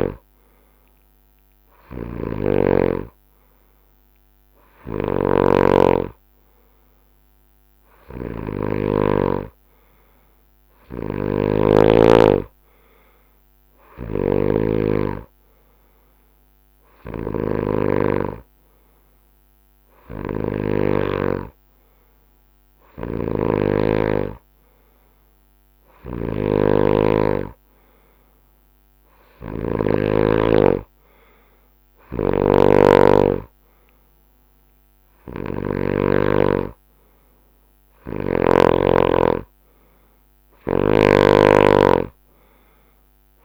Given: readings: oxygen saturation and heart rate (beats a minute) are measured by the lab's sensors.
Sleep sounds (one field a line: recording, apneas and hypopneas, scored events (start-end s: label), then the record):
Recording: breathing in sleep by a microphone on the trachea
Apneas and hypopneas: none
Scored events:
0.00-30.00 s: snoring (device-marked)
29.50-36.50 s: drop in pulse transit time (device-marked, heart rate 71 before, 71 extreme)
32.00-38.50 s: snoring (device-marked)
35.50-37.50 s: long interval between heartbeats (device-marked, heart rate 72 before, 80 extreme)
40.50-43.45 s: snoring (device-marked)
From the record:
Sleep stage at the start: N2 (light sleep)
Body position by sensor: on the right side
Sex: male